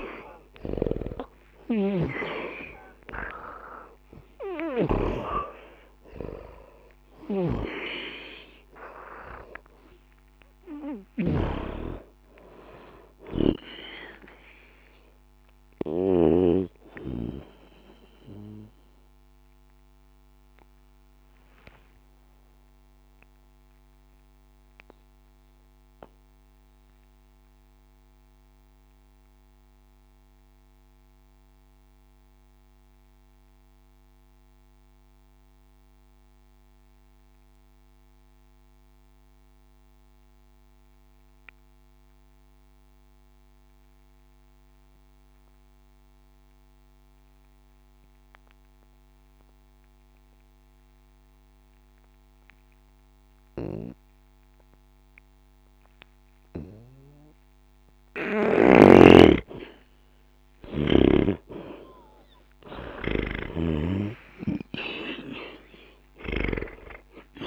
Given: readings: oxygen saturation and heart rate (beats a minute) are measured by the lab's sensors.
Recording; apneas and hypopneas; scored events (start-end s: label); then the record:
breathing in sleep by a microphone on the trachea; 1
0.00-5.00 s: snoring (device-marked)
0.00-38.00 s: oxygen desaturation (device-marked, oxygen 78% lowest, heart rate 59 extreme)
11.00-16.50 s: snoring (device-marked)
18.50-58.50 s: obstructive apnea (oxygen 94% before, 76% lowest, heart rate 63 before, 59 extreme, up 0 after)
55.00-67.47 s: oxygen desaturation (device-marked, oxygen 99% before, 76% lowest, heart rate 60 before, 60 extreme)
58.50-64.00 s: snoring (device-marked)
61.00-64.50 s: arousal
From the record:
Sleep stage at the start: N2 (light sleep); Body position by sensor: on the back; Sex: male